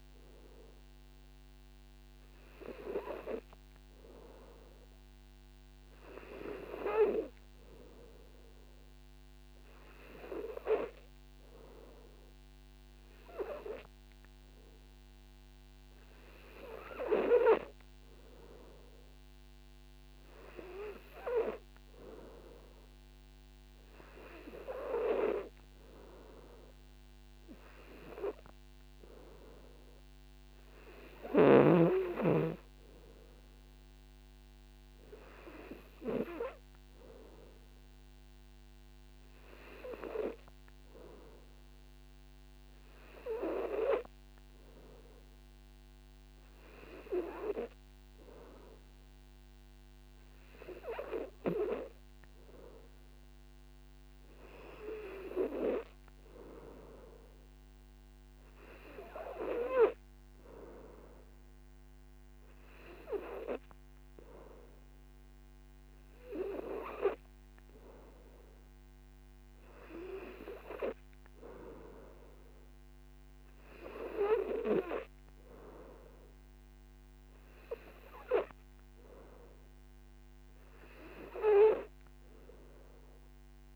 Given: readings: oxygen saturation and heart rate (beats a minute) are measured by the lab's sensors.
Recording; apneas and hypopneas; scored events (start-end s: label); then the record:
breathing in sleep by a microphone on the trachea; none
0.00-11.00 s: oxygen desaturation (device-marked, oxygen 92% lowest, heart rate 52 extreme)
35.00-50.00 s: oxygen desaturation (device-marked, oxygen 94% before, 91% lowest, heart rate 55 before, 51 extreme)
From the record:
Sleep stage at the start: N2 (light sleep); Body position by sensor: on the back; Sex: male